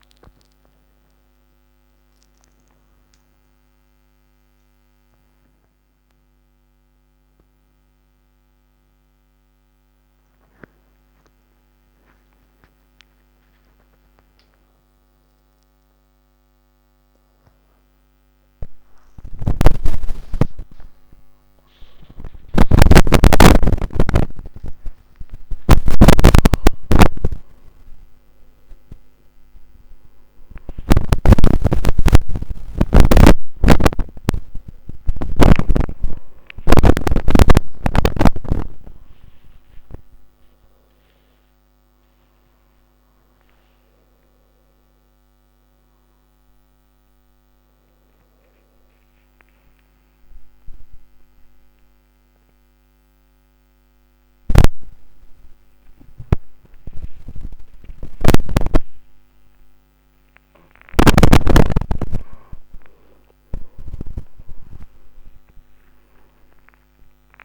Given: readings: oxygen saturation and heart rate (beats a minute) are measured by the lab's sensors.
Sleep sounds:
breathing in sleep by a microphone on the trachea; none
none scored
From the record:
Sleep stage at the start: N3 (deep sleep); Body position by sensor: upright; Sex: male

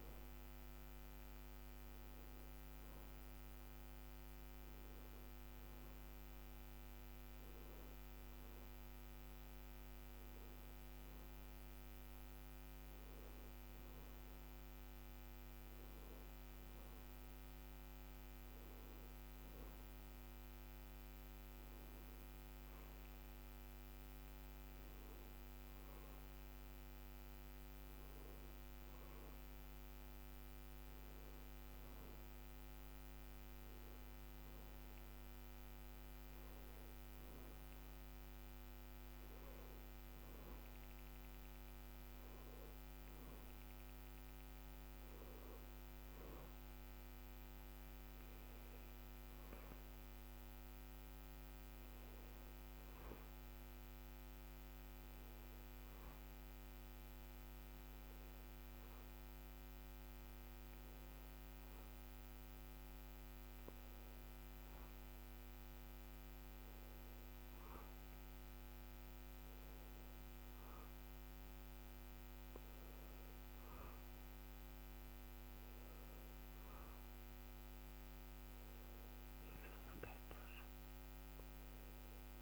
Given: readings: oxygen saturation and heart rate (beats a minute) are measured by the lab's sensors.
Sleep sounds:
breathing in sleep, hard to hear, by a microphone on the trachea; none
none scored
From the record:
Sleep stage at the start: N2 (light sleep); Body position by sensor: on the back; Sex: male

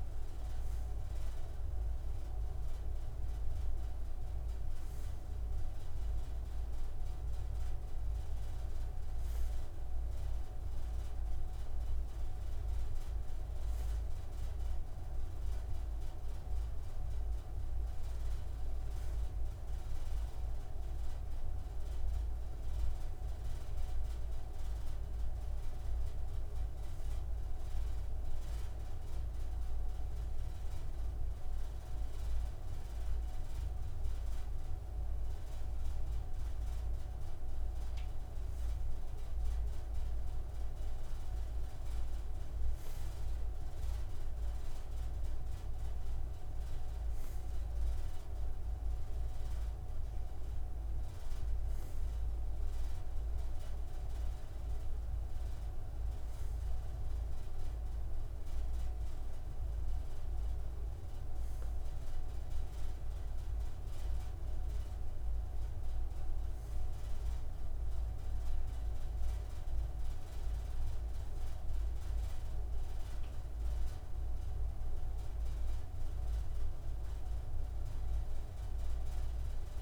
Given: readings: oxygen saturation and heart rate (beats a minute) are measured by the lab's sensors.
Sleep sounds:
breathing in sleep, hard to hear, by a room microphone; none
none scored
From the record:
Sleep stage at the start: N2 (light sleep); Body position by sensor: on the right side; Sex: male

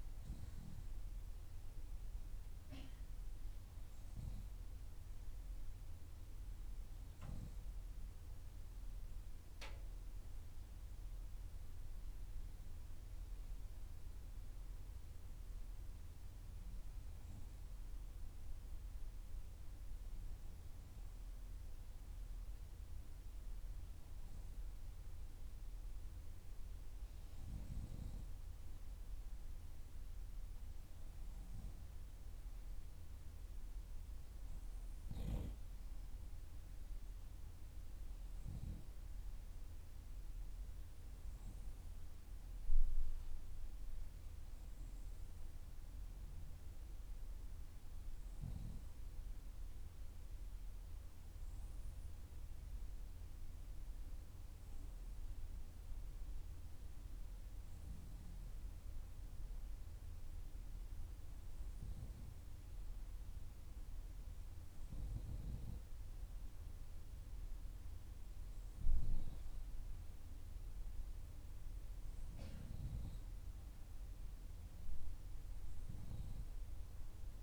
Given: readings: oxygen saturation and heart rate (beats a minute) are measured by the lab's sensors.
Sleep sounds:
breathing in sleep by a room microphone; none
none scored
From the record:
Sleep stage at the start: N2 (light sleep); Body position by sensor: on the back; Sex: female

